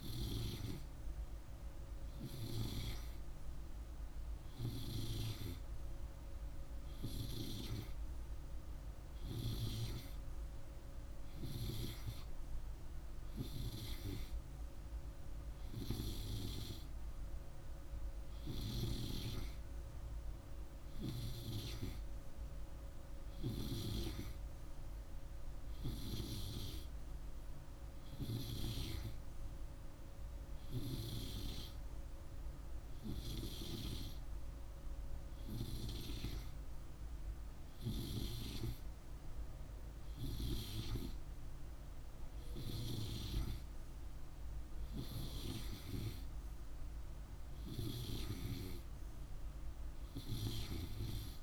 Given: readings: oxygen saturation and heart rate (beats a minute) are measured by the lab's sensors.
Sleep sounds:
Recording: breathing in sleep by a room microphone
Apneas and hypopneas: none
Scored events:
none scored
From the record:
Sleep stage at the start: N2 (light sleep)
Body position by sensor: on the right side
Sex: male

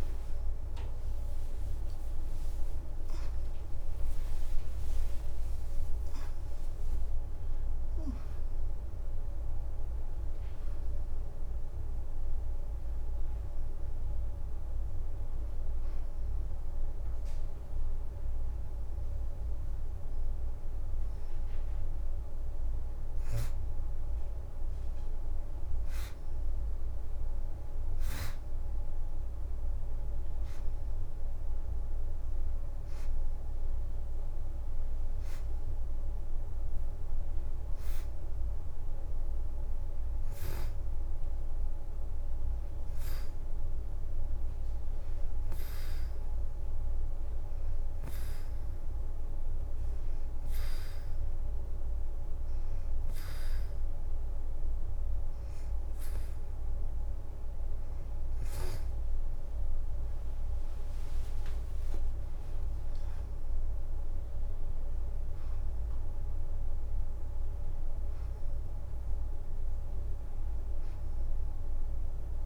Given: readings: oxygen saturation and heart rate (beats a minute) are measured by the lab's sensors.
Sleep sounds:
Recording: breathing in sleep, hard to hear, by a room microphone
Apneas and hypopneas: 1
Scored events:
0.00-9.50 s: oxygen desaturation (device-marked, oxygen 87% lowest, heart rate 83 extreme)
9.00-17.00 s: leg movement (device-marked)
22.50-33.00 s: leg movement (device-marked)
33.50-37.50 s: arousal
38.00-48.00 s: leg movement (device-marked)
41.50-55.50 s: hypopnea (oxygen 93% before, 89% lowest, heart rate 86 before, 84 extreme, up 5 after)
49.00-50.00 s: leg movement (device-marked)
60.50-62.50 s: leg movement (device-marked)
61.00-65.50 s: arousal
From the record:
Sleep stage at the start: N2 (light sleep)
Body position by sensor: on the back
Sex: female

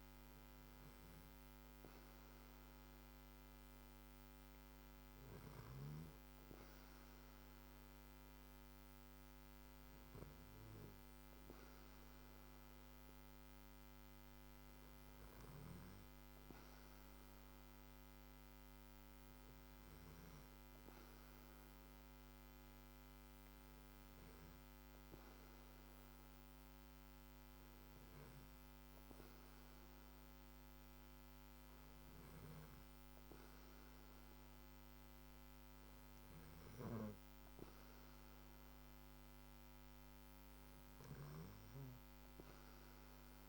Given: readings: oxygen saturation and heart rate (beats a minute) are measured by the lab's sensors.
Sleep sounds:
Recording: breathing in sleep, hard to hear, by a microphone on the trachea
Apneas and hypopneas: none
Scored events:
none scored
From the record:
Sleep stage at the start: N2 (light sleep)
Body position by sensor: on the back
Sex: male

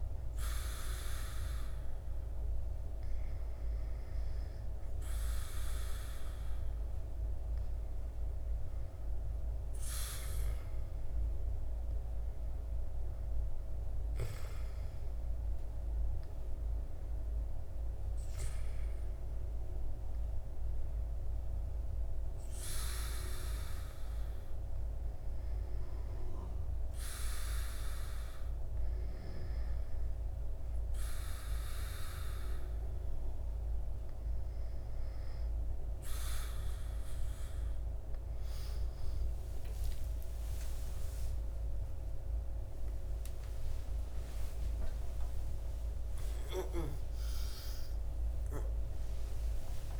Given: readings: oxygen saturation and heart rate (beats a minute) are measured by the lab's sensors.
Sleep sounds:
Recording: breathing in sleep by a room microphone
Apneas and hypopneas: none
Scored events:
44.50-50.00 s: new sleep stage, awake
From the record:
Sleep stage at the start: N2 (light sleep)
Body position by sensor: on the back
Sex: male

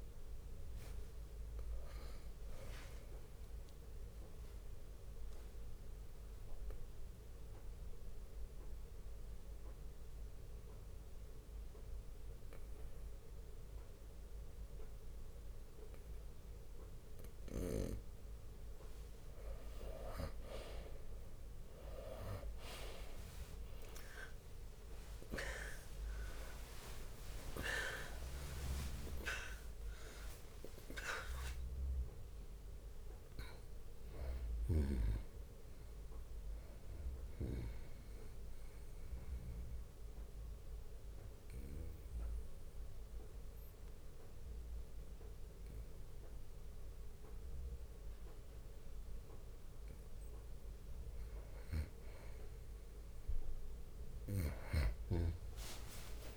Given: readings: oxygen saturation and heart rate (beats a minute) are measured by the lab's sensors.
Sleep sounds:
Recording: breathing in sleep by a room microphone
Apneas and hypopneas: 2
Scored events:
0.00-1.00 s: long interval between heartbeats (device-marked, heart rate 68 extreme)
0.00-6.00 s: drop in pulse transit time (device-marked, heart rate 62 extreme)
4.00-18.00 s: obstructive apnea (oxygen 98% before, 91% lowest, heart rate 64 before, 59 extreme, up 30 after)
9.00-15.00 s: oxygen desaturation (device-marked, oxygen 96% before, 92% lowest, heart rate 66 before, 59 extreme)
21.50-27.00 s: arousal
23.00-25.00 s: long interval between heartbeats (device-marked, heart rate 63 before, 75 extreme)
25.50-27.50 s: long interval between heartbeats (device-marked, heart rate 64 before, 87 extreme)
26.00-40.00 s: drop in pulse transit time (device-marked, heart rate 65 before, 73 extreme)
27.00-33.00 s: oxygen desaturation (device-marked, oxygen 96% before, 93% lowest, heart rate 66 before, 58 extreme)
28.50-30.50 s: long interval between heartbeats (device-marked, heart rate 67 before, 100 extreme)
38.00-49.50 s: obstructive apnea (oxygen 96% before, 91% lowest, heart rate 83 before, 58 extreme, up 10 after)
44.00-52.00 s: bradycardia (device-marked, heart rate 64 before, 58 extreme)
55.00-56.37 s: arousal
From the record:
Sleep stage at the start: N2 (light sleep)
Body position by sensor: on the right side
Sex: male

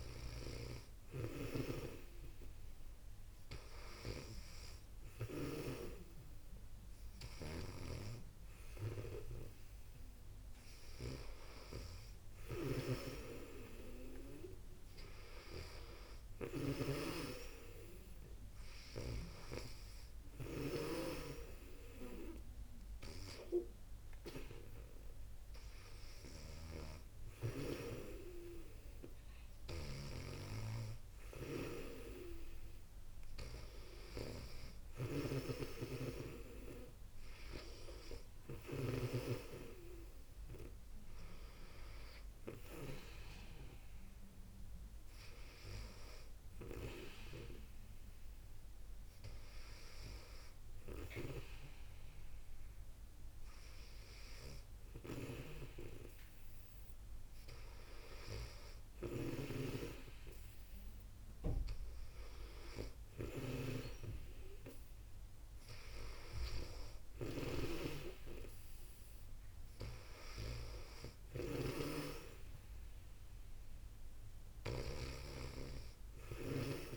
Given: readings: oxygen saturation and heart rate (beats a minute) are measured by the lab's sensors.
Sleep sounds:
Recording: breathing in sleep by a room microphone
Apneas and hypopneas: none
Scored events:
0.00-38.50 s: snoring (device-marked)
58.50-76.97 s: snoring (device-marked)
From the record:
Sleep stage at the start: N2 (light sleep)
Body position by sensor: on the back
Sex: female

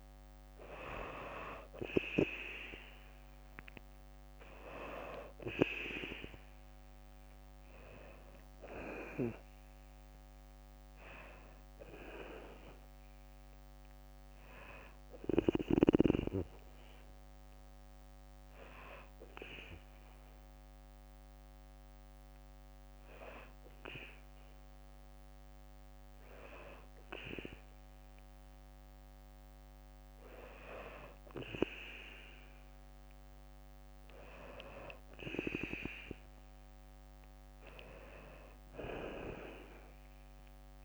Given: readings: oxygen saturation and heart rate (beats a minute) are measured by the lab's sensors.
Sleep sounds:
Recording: breathing in sleep by a microphone on the trachea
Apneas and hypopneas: 1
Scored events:
0.00-21.00 s: oxygen desaturation (device-marked, oxygen 93% lowest, heart rate 61 extreme)
9.00-23.00 s: drop in pulse transit time (device-marked, heart rate 62 before, 61 extreme)
19.00-31.50 s: hypopnea (oxygen 97% before, 94% lowest, heart rate 65 before, 59 extreme, up 4 after)
36.00-39.50 s: arousal
From the record:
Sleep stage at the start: N2 (light sleep)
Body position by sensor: on the back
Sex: female

